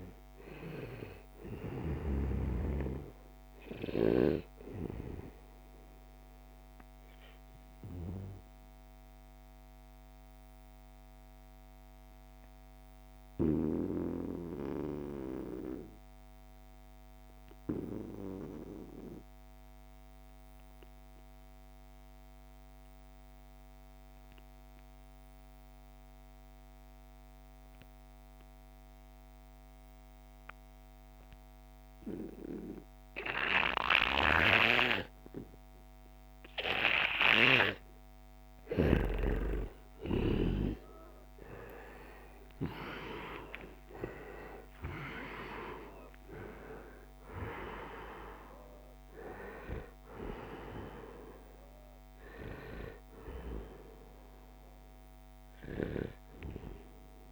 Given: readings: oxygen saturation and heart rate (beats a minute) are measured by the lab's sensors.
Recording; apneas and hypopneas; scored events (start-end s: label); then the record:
breathing in sleep by a microphone on the trachea; 1
0.00-1.50 s: snoring (device-marked)
0.00-15.00 s: oxygen desaturation (device-marked, oxygen 89% lowest, heart rate 65 extreme)
8.00-37.00 s: mixed apnea (oxygen 96% before, 88% lowest, heart rate 74 before, 65 extreme, up 6 after)
31.00-57.32 s: oxygen desaturation (device-marked, oxygen 97% before, 88% lowest, heart rate 70 before, 66 extreme)
39.00-45.00 s: arousal
47.00-57.32 s: new sleep stage, N1 (lightest sleep)
From the record:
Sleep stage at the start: N2 (light sleep); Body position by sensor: on the right side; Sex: male